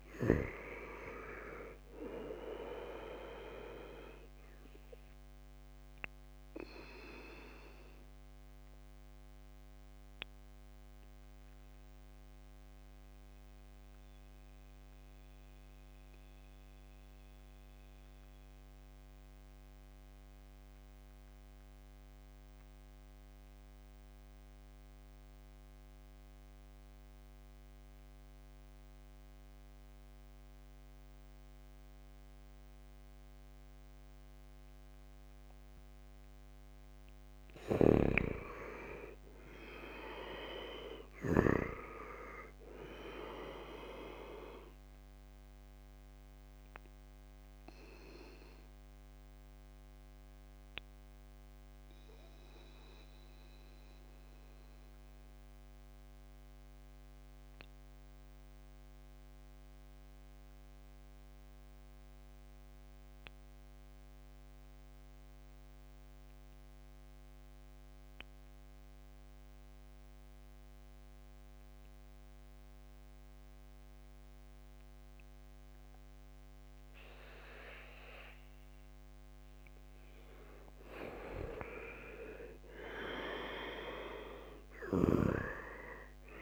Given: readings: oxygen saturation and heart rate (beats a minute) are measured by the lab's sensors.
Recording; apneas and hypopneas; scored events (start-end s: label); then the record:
breathing in sleep by a microphone on the trachea; 2
0.00-1.50 s: arousal
0.00-26.50 s: oxygen desaturation (device-marked, oxygen 78% lowest, heart rate 61 extreme)
8.50-36.50 s: mixed apnea (oxygen 99% before, 78% lowest, heart rate 69 before, 61 extreme, up 10 after)
35.50-65.50 s: oxygen desaturation (device-marked, oxygen 97% before, 80% lowest, heart rate 68 before, 56 extreme)
37.00-41.00 s: snoring (device-marked)
38.50-43.50 s: arousal
48.00-79.00 s: mixed apnea (oxygen 97% before, 80% lowest, heart rate 66 before, 56 extreme, up 17 after)
72.50-78.50 s: bradycardia (device-marked, heart rate 70 before, 56 extreme)
80.50-85.00 s: arousal
82.50-86.42 s: oxygen desaturation (device-marked, oxygen 95% before, 84% lowest, heart rate 64 before, 67 extreme)
From the record:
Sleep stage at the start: N2 (light sleep); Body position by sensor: on the back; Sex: male